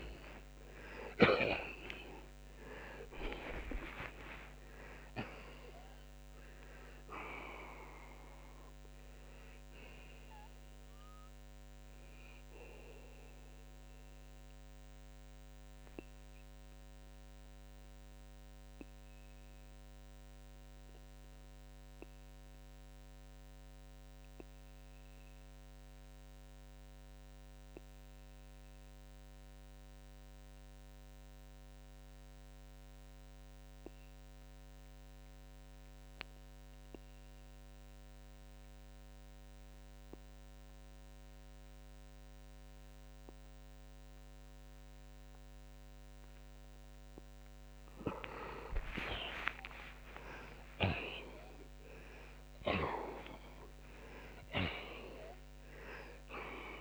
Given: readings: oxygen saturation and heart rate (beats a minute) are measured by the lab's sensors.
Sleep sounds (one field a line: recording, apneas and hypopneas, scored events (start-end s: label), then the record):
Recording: breathing in sleep by a microphone on the trachea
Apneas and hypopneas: 1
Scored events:
0.00-1.00 s: oxygen desaturation (device-marked, oxygen 82% lowest, heart rate 59 extreme)
0.00-3.50 s: arousal
16.00-45.50 s: mixed apnea (oxygen 96% before, 83% lowest, heart rate 112 before, 67 extreme)
23.00-44.00 s: oxygen desaturation (device-marked, oxygen 94% before, 84% lowest, heart rate 96 before, 67 extreme)
49.00-55.00 s: arousal
From the record:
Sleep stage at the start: N2 (light sleep)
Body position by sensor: on the back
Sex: male